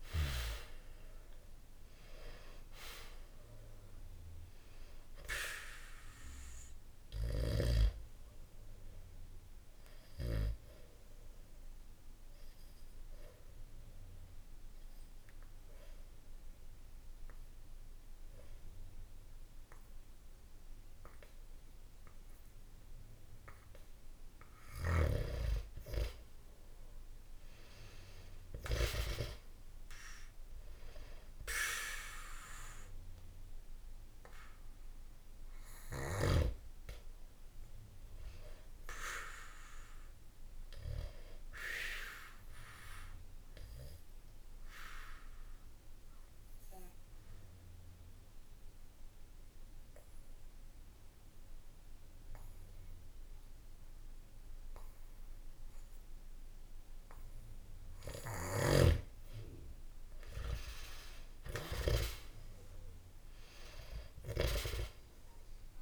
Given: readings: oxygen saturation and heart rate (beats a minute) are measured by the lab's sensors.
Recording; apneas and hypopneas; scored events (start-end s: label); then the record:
breathing in sleep by a room microphone; 2
2.00-23.00 s: oxygen desaturation (device-marked, oxygen 98% before, 91% lowest, heart rate 66 before, 64 extreme)
6.50-23.50 s: obstructive apnea (oxygen 98% before, 90% lowest, heart rate 65 before, 64 extreme, up 2 after)
24.50-29.00 s: snoring (device-marked)
25.50-29.50 s: arousal
35.00-51.00 s: oxygen desaturation (device-marked, oxygen 98% before, 94% lowest, heart rate 66 before, 63 extreme)
40.00-57.00 s: obstructive apnea (oxygen 98% before, 90% lowest, heart rate 66 before, 63 extreme)
58.00-64.50 s: snoring (device-marked)
59.00-63.00 s: arousal
64.00-65.82 s: oxygen desaturation (device-marked, oxygen 97% before, 90% lowest, heart rate 66 before, 63 extreme)
From the record:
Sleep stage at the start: N2 (light sleep); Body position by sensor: on the back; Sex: male